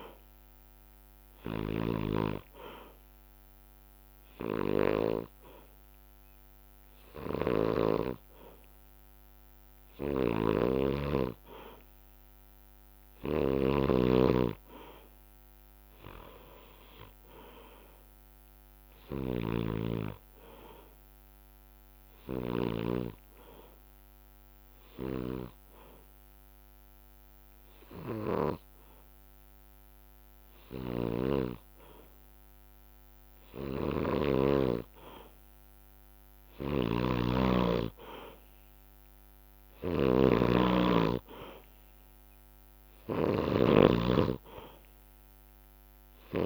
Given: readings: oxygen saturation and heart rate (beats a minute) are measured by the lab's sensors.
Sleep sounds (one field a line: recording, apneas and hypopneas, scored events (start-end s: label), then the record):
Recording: breathing in sleep by a microphone on the trachea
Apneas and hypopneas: 1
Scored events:
0.00-22.50 s: snoring (device-marked)
15.50-19.00 s: arousal
23.00-33.00 s: hypopnea (oxygen 96% before, 93% lowest, heart rate 66 before, 60 extreme, up 3 after)
29.00-31.00 s: long interval between heartbeats (device-marked, heart rate 67 before, 61 extreme)
35.00-38.00 s: arousal
36.00-46.45 s: snoring (device-marked)
From the record:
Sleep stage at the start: N2 (light sleep)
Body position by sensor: on the back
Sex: male